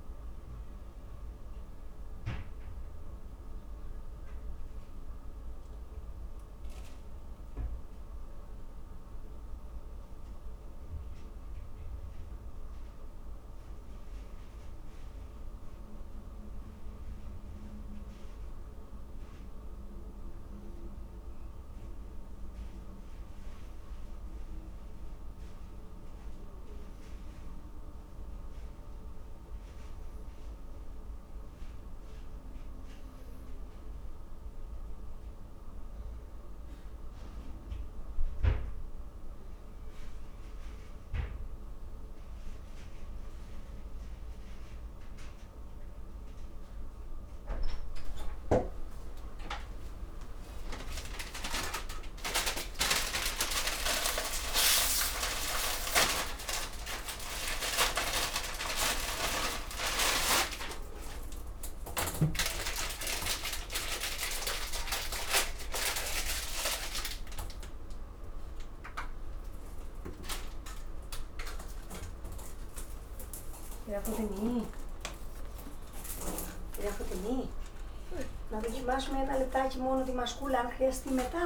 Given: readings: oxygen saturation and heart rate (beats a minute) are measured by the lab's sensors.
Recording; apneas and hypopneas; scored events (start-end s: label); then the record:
breathing in sleep by a room microphone; none
48.00-51.50 s: arousal
77.50-81.45 s: new sleep stage, awake
From the record:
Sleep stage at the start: N2 (light sleep); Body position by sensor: on the back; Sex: female